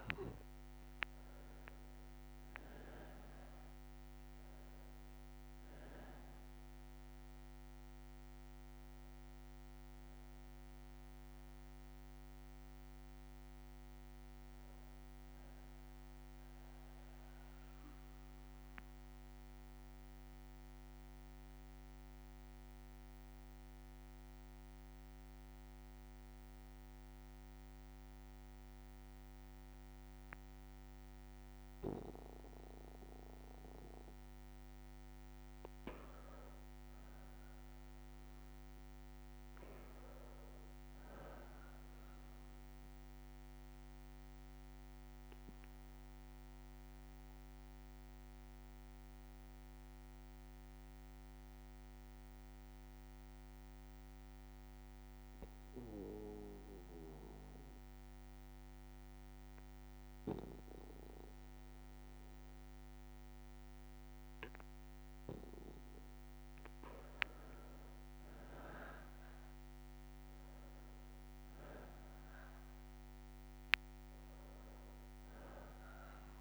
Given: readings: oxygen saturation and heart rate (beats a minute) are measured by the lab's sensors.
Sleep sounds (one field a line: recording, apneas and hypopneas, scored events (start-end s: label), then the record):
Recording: breathing in sleep by a microphone on the trachea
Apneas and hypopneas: 2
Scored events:
0.00-5.00 s: arousal
0.00-22.00 s: oxygen desaturation (device-marked, oxygen 92% lowest, heart rate 60 extreme)
17.50-32.50 s: obstructive apnea (oxygen 98% before, 92% lowest, heart rate 64 before, 59 extreme, up 3 after)
34.00-38.00 s: arousal
40.00-57.00 s: oxygen desaturation (device-marked, oxygen 99% before, 95% lowest, heart rate 61 before, 59 extreme)
45.50-65.50 s: obstructive apnea (oxygen 99% before, 93% lowest, heart rate 62 before, 58 extreme, up 4 after)
68.00-71.50 s: arousal
69.00-76.41 s: oxygen desaturation (device-marked, oxygen 98% before, 93% lowest, heart rate 60 before, 58 extreme)
From the record:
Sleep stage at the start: N2 (light sleep)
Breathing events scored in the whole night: 319 in 3.9 hours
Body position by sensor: on the back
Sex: male